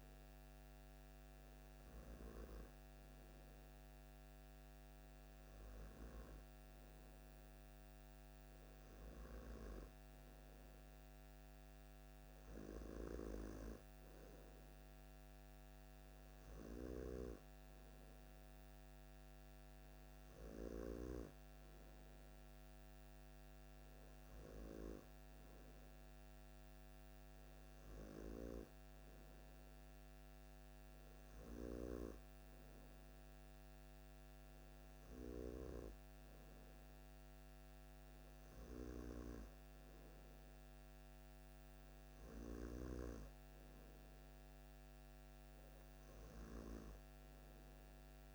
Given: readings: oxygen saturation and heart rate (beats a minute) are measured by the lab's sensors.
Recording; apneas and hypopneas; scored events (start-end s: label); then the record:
breathing in sleep by a microphone on the trachea; none
none scored
From the record:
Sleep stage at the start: N2 (light sleep); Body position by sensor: on the back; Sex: male